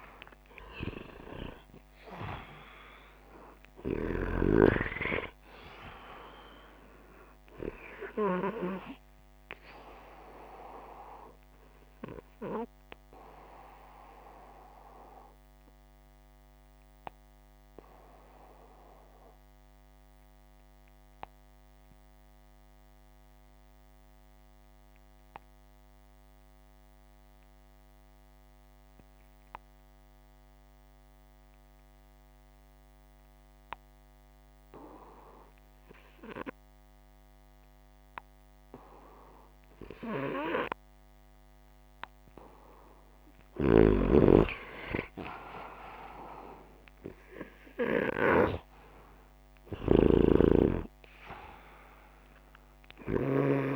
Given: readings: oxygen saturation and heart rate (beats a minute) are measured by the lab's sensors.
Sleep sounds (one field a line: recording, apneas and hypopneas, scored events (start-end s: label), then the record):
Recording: breathing in sleep by a microphone on the trachea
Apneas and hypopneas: 1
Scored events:
0.00-4.50 s: oxygen desaturation (device-marked, oxygen 88% lowest, heart rate 107 extreme)
6.50-22.50 s: oxygen desaturation (device-marked, oxygen 91% before, 86% lowest, heart rate 175 before, 107 extreme)
12.50-38.50 s: obstructive apnea (oxygen 95% before, 86% lowest, heart rate 175 before, 77 extreme, up 34 after)
42.50-51.50 s: oxygen desaturation (device-marked, oxygen 91% before, 86% lowest, heart rate 134 before, 68 extreme)
44.00-49.50 s: arousal
From the record:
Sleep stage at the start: N2 (light sleep)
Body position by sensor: upright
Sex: male